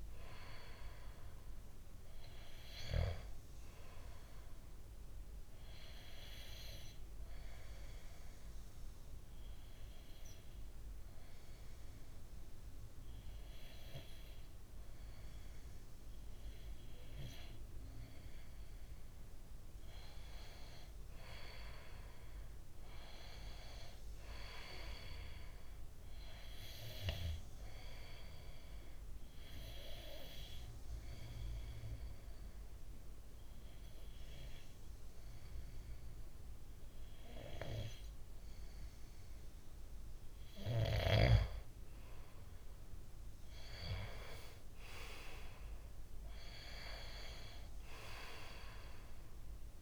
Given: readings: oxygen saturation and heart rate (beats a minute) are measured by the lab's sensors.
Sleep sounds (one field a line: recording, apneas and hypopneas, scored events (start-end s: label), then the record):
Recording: breathing in sleep by a room microphone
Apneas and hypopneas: 2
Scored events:
5.50-18.00 s: obstructive apnea (oxygen 95% before, 94% lowest, heart rate 67 before, 65 extreme, up 4 after)
20.00-23.50 s: arousal
27.50-40.00 s: obstructive apnea (oxygen 96% before, 93% lowest, heart rate 67 before, 64 extreme, up 5 after)
40.50-44.50 s: arousal
From the record:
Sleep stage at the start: N2 (light sleep)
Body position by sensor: on the back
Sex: male